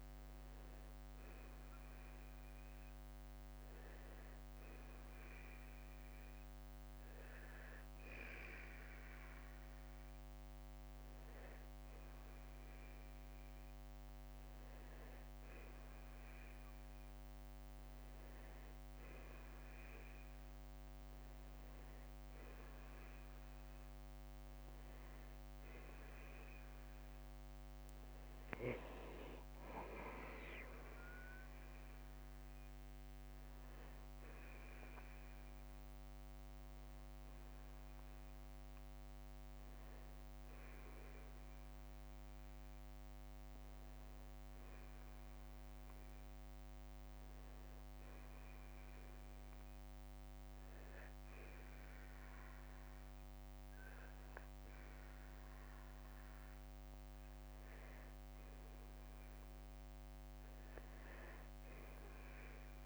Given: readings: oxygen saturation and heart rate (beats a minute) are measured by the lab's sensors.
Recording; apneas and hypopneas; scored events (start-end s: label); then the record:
breathing in sleep, hard to hear, by a microphone on the trachea; 1
6.00-8.00 s: long interval between heartbeats (device-marked, heart rate 57 before, 57 extreme)
47.00-57.50 s: hypopnea (oxygen 93% before, 90% lowest, heart rate 55 before, 50 extreme, up 10 after)
60.50-62.86 s: arousal
From the record:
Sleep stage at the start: N2 (light sleep); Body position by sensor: on the back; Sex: male